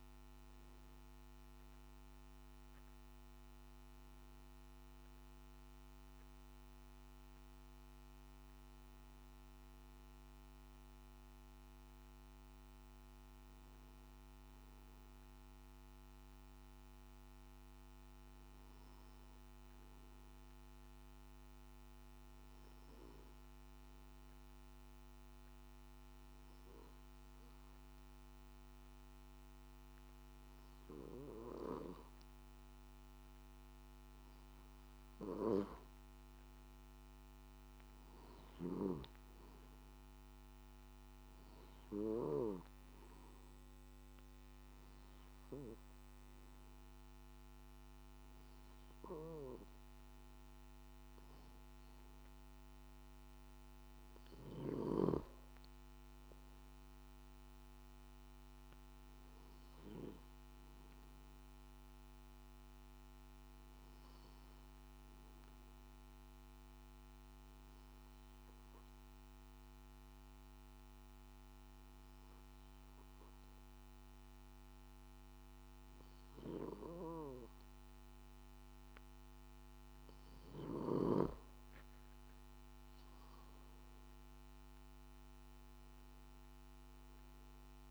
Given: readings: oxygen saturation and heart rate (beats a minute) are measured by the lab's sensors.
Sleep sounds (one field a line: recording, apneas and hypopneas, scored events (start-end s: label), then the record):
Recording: breathing in sleep by a microphone on the trachea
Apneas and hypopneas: 2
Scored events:
0.00-15.50 s: oxygen desaturation (device-marked, oxygen 89% lowest, heart rate 52 extreme)
17.00-33.00 s: obstructive apnea (oxygen 97% before, 93% lowest, heart rate 54 before, 51 extreme, up 5 after)
33.50-62.50 s: oxygen desaturation (device-marked, oxygen 98% before, 93% lowest, heart rate 53 before, 51 extreme)
65.50-79.50 s: obstructive apnea (oxygen 96% before, 91% lowest, heart rate 53 before, 51 extreme, up 6 after)
From the record:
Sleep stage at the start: N1 (lightest sleep)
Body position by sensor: on the back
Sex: male